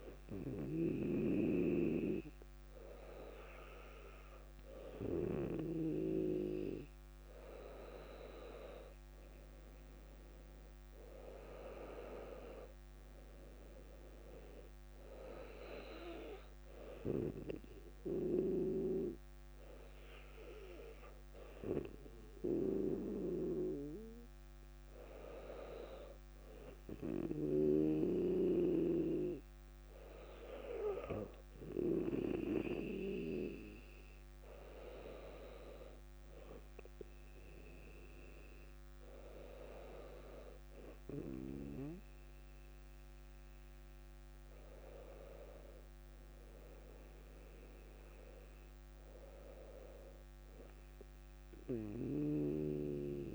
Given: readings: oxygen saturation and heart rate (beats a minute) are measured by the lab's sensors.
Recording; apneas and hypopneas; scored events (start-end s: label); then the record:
breathing in sleep by a microphone on the trachea; 1
0.00-2.00 s: arousal
17.00-28.50 s: hypopnea (oxygen 97% before, 96% lowest, heart rate 59 before, 57 extreme, up 4 after)
33.50-38.00 s: arousal
From the record:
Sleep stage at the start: N2 (light sleep); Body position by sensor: on the back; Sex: female